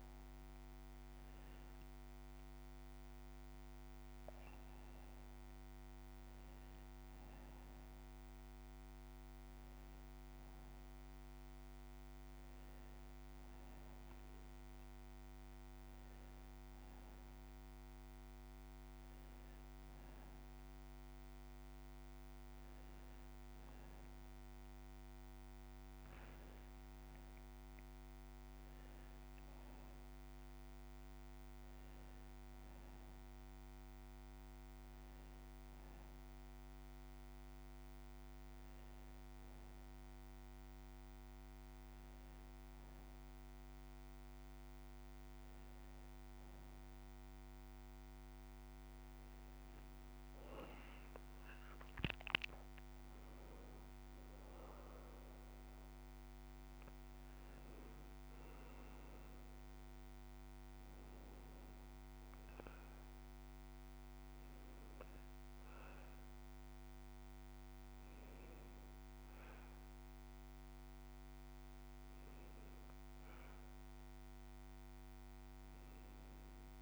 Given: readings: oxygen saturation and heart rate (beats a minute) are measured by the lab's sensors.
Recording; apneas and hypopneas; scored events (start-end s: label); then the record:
breathing in sleep, hard to hear, by a microphone on the trachea; none
50.00-54.00 s: arousal
From the record:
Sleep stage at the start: N1 (lightest sleep); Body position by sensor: on the back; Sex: male